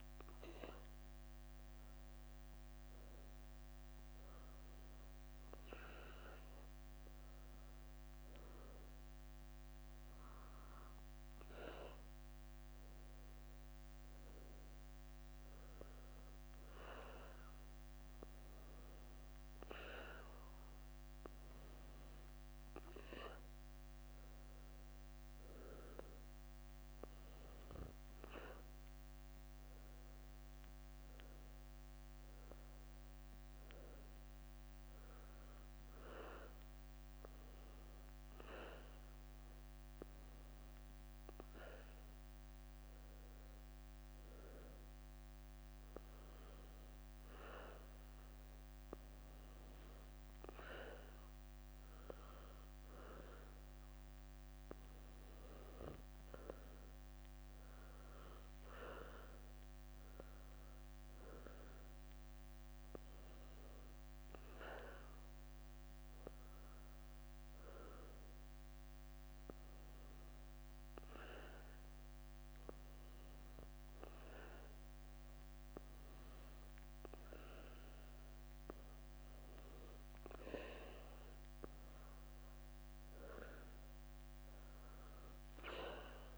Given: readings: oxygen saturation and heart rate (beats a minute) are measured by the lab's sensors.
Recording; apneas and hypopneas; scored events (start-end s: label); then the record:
breathing in sleep by a microphone on the trachea; 1
58.50-62.50 s: arousal
61.00-62.00 s: leg movement (device-marked)
65.50-76.00 s: hypopnea (oxygen 92% before, 89% lowest, heart rate 71 before, 67 extreme, up 4 after)
78.50-82.50 s: arousal
From the record:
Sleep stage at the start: N2 (light sleep); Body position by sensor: on the back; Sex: female